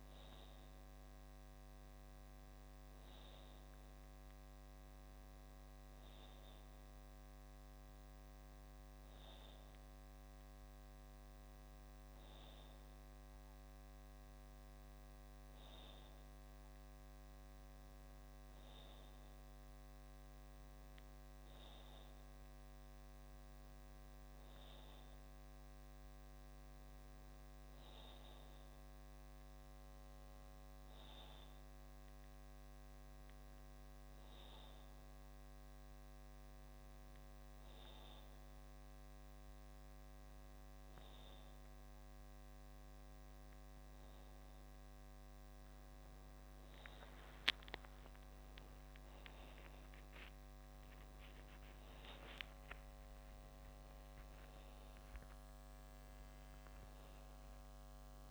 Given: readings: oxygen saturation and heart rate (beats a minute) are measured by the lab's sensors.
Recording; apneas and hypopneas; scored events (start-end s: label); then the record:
breathing in sleep, hard to hear, by a microphone on the trachea; none
47.50-53.00 s: arousal
From the record:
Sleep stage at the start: N2 (light sleep); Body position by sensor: on the back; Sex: male